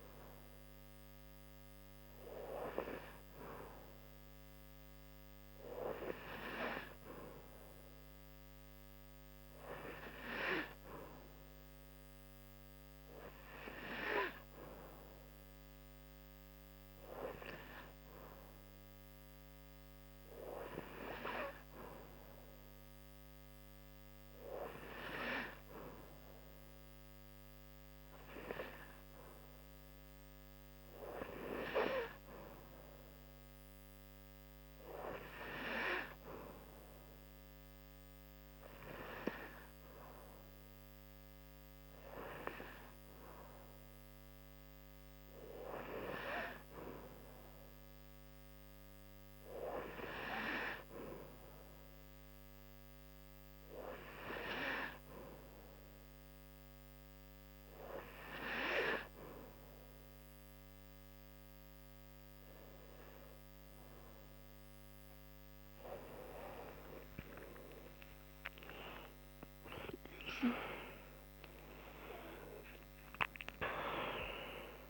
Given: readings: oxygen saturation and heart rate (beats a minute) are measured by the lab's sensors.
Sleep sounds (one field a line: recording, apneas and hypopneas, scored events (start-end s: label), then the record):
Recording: breathing in sleep by a microphone on the trachea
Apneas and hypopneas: 1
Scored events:
52.50-64.00 s: hypopnea (oxygen 95% before, 93% lowest, heart rate 74 before, 72 extreme, up 4 after)
From the record:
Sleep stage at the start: N2 (light sleep)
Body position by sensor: on the back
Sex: female